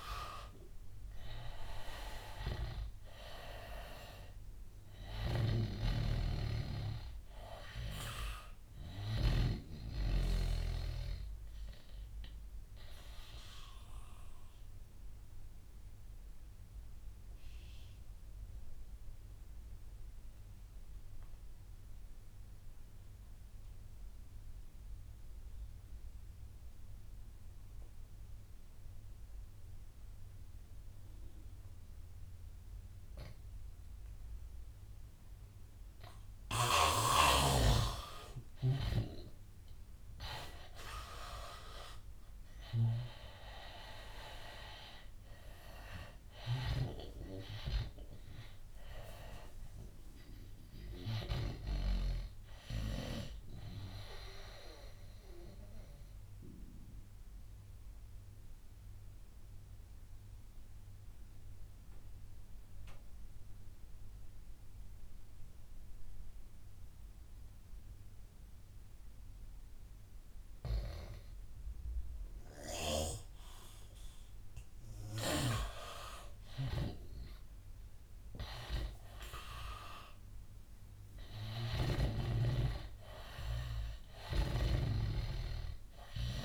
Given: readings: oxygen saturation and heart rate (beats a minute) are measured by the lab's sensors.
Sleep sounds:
breathing in sleep by a room microphone; 2
0.00-3.00 s: arousal
0.00-20.00 s: oxygen desaturation (device-marked, oxygen 84% lowest, heart rate 86 extreme)
5.00-9.50 s: snoring (device-marked)
13.00-36.50 s: obstructive apnea (oxygen 99% before, 82% lowest, heart rate 91 before, 86 extreme, up 7 after)
34.00-64.00 s: oxygen desaturation (device-marked, oxygen 99% before, 82% lowest, heart rate 90 before, 84 extreme)
38.50-44.00 s: arousal
55.00-75.50 s: obstructive apnea (oxygen 99% before, 83% lowest, heart rate 92 before, 84 extreme, up 10 after)
72.50-82.50 s: snoring (device-marked)
77.00-86.45 s: oxygen desaturation (device-marked, oxygen 100% before, 88% lowest, heart rate 87 before, 87 extreme)
77.50-82.00 s: arousal
84.50-86.45 s: snoring (device-marked)
From the record:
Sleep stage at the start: N2 (light sleep); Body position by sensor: on the right side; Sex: male

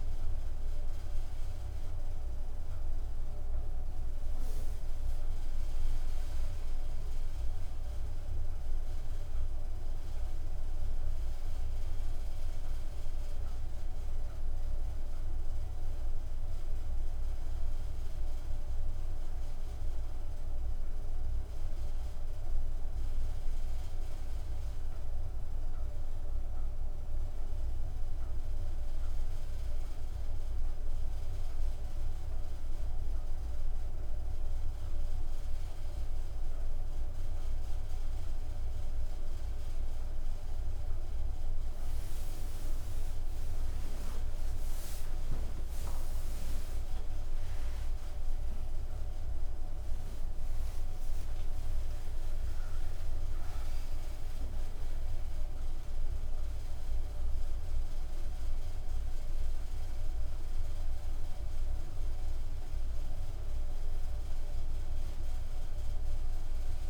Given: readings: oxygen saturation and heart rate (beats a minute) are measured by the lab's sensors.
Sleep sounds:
a person partly awake in a sleep study, hard to hear, by a room microphone; none
47.00-66.90 s: new sleep stage, awake
From the record:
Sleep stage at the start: N1 (lightest sleep); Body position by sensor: on the back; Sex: female

